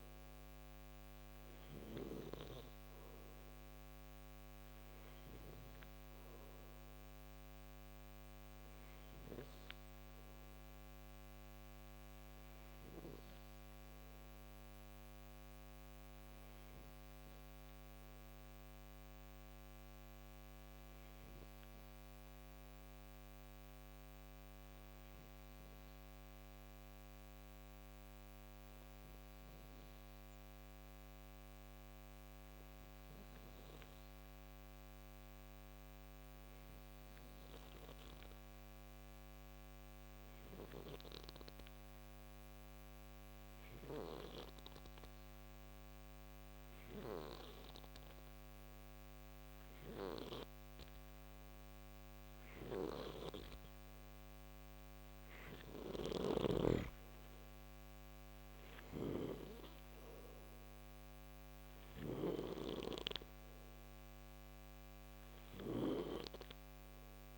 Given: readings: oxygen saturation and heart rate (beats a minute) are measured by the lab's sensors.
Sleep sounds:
breathing in sleep by a microphone on the trachea; 1
18.00-51.00 s: hypopnea (oxygen 94% before, 89% lowest, heart rate 59 before, 56 extreme, up 4 after)
36.50-67.38 s: oxygen desaturation (device-marked, oxygen 96% before, 89% lowest, heart rate 59 before, 54 extreme)
53.00-58.00 s: arousal
55.00-67.38 s: snoring (device-marked)
From the record:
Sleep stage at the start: N2 (light sleep); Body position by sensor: on the right side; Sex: male

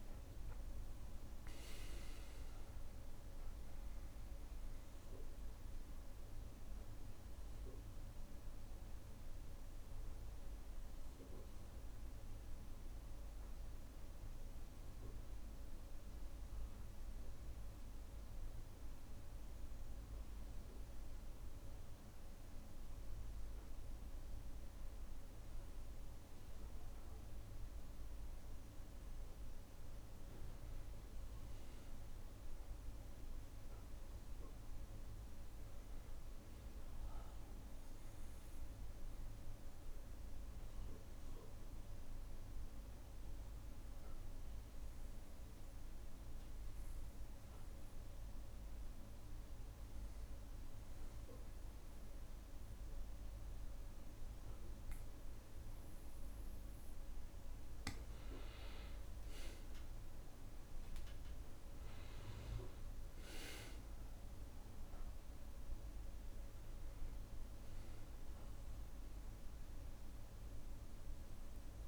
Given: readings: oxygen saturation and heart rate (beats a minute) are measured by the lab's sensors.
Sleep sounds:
breathing in sleep, hard to hear, by a room microphone; 1
28.50-34.50 s: bradycardia (device-marked, heart rate 65 before, 53 extreme)
29.50-31.50 s: long interval between heartbeats (device-marked, heart rate 60 before, 65 extreme)
36.50-40.00 s: arousal
43.00-57.50 s: obstructive apnea (oxygen 98% before, 93% lowest, heart rate 59 before, 54 extreme, up 2 after)
59.00-63.50 s: arousal
60.50-71.88 s: new sleep stage, N2 (light sleep)
62.50-71.88 s: oxygen desaturation (device-marked, oxygen 96% before, 93% lowest, heart rate 61 before, 44 extreme)
64.50-70.50 s: bradycardia (device-marked, heart rate 65 before, 54 extreme)
65.50-67.50 s: long interval between heartbeats (device-marked, heart rate 61 before, 63 extreme)
From the record:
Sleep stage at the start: N1 (lightest sleep); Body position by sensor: on the back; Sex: male

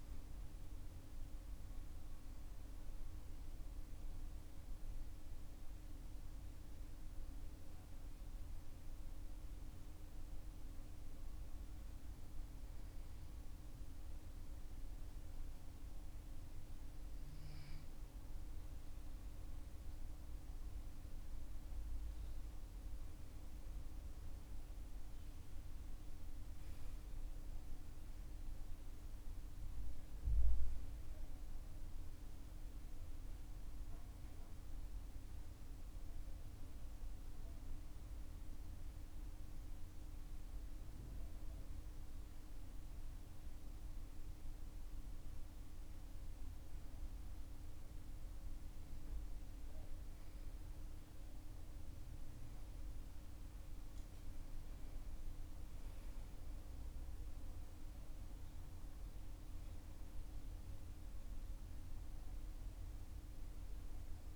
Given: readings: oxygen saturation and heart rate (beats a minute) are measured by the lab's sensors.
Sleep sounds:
breathing in sleep, hard to hear, by a room microphone; 1
30.50-35.50 s: arousal
38.50-51.00 s: hypopnea (oxygen 95% before, 92% lowest, heart rate 59 before, 49 extreme, up 7 after)
51.00-64.36 s: new sleep stage, N2 (light sleep)
51.50-57.00 s: arousal
From the record:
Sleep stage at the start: N1 (lightest sleep); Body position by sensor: on the back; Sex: male

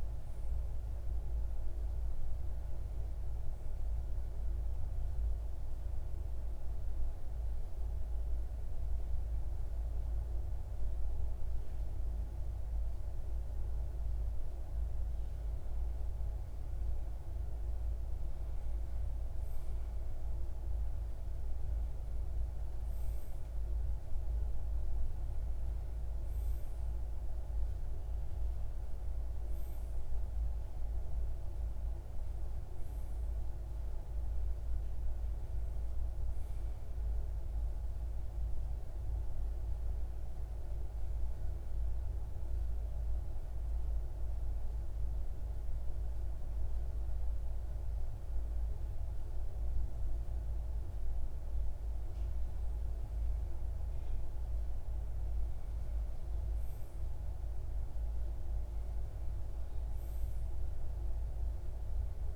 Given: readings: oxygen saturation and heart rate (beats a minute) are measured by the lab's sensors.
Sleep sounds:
breathing in sleep, hard to hear, by a room microphone; 2
4.50-15.50 s: hypopnea (oxygen 95% before, 93% lowest)
18.00-22.00 s: arousal
40.00-51.50 s: hypopnea (oxygen 95% before, 94% lowest)
53.00-57.00 s: arousal
From the record:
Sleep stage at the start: REM sleep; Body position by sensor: on the left side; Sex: male

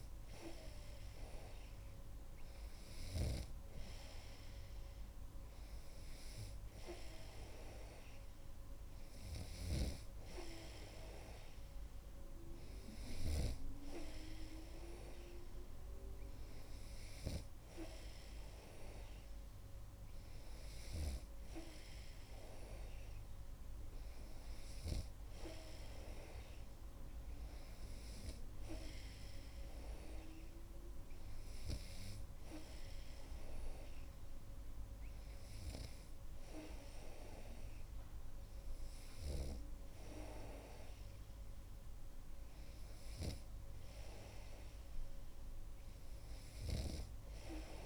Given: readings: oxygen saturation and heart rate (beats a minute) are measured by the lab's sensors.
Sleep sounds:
breathing in sleep by a room microphone; none
none scored
From the record:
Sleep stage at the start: N2 (light sleep); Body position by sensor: on the right side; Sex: male

